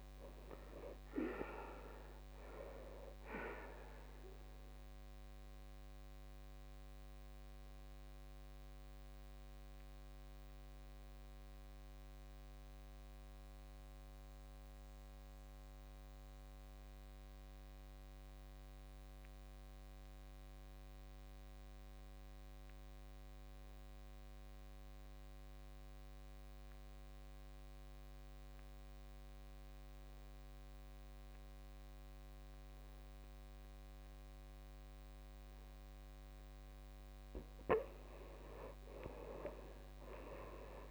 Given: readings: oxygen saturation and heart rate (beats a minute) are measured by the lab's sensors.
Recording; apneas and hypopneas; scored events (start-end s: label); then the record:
breathing in sleep by a microphone on the trachea; 1
0.00-17.50 s: oxygen desaturation (device-marked, oxygen 78% lowest, heart rate 56 extreme)
4.50-36.00 s: obstructive apnea (oxygen 98% before, 76% lowest, heart rate 63 before, 55 extreme, up 9 after)
28.50-40.91 s: oxygen desaturation (device-marked, oxygen 98% before, 76% lowest, heart rate 60 before, 54 extreme)
39.50-40.91 s: arousal
From the record:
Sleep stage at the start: N2 (light sleep); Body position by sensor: on the back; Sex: male